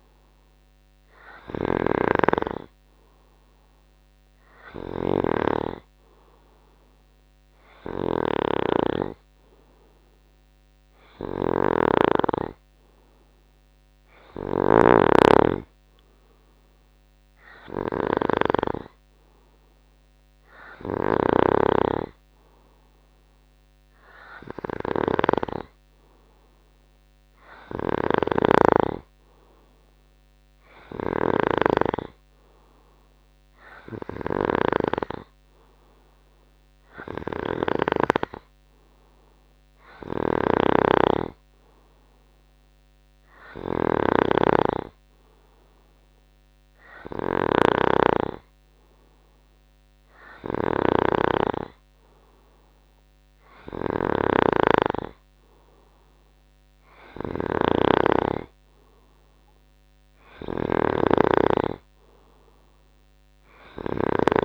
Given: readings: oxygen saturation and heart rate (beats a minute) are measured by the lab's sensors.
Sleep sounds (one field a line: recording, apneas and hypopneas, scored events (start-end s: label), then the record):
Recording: breathing in sleep by a microphone on the trachea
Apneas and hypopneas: none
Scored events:
1.50-5.50 s: snoring (device-marked)
11.50-31.50 s: snoring (device-marked)
40.00-64.45 s: snoring (device-marked)
From the record:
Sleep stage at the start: N3 (deep sleep)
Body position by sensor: on the right side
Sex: male